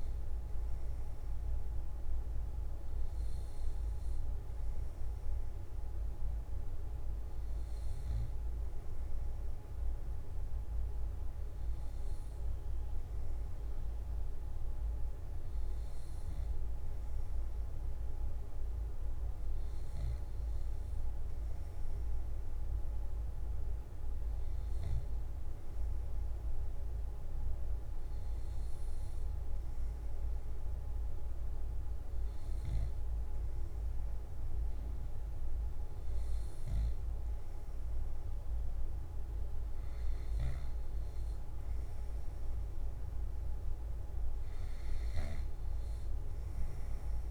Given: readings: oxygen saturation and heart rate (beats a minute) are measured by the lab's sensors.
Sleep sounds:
breathing in sleep, hard to hear, by a room microphone; none
none scored
From the record:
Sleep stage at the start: N1 (lightest sleep); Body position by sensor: on the left side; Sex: male

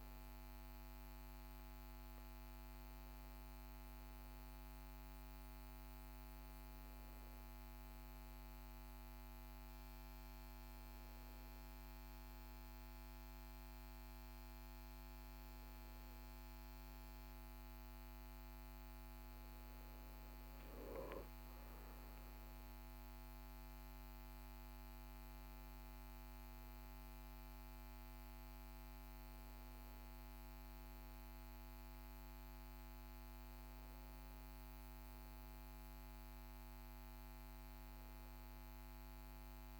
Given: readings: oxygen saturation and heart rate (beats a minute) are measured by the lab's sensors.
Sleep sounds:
a person awake in a sleep study, hard to hear, by a microphone on the trachea; none
none scored
From the record:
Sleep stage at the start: awake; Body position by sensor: on the right side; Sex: male

